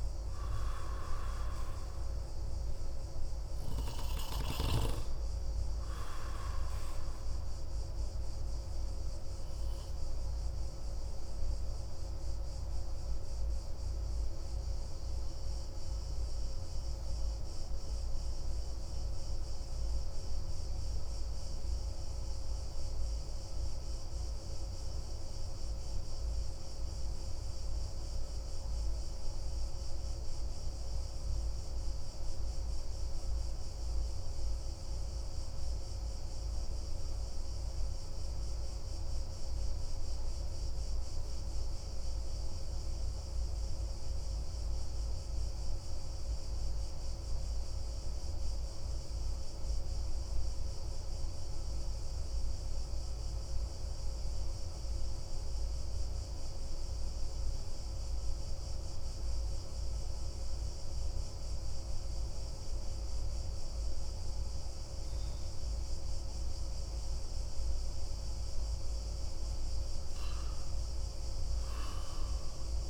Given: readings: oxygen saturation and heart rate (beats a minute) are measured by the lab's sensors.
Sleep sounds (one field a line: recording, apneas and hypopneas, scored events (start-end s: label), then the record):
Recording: breathing in sleep, hard to hear, by a room microphone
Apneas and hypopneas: 1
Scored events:
6.00-22.00 s: oxygen desaturation (device-marked, oxygen 93% before, 89% lowest)
8.50-68.50 s: obstructive apnea (oxygen 95% before, 89% lowest)
50.00-63.00 s: oxygen desaturation (device-marked, oxygen 97% before, 94% lowest)
68.00-72.90 s: oxygen desaturation (device-marked, oxygen 95% before, 91% lowest)
70.00-72.90 s: arousal
From the record:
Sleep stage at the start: N2 (light sleep)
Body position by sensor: on the back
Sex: male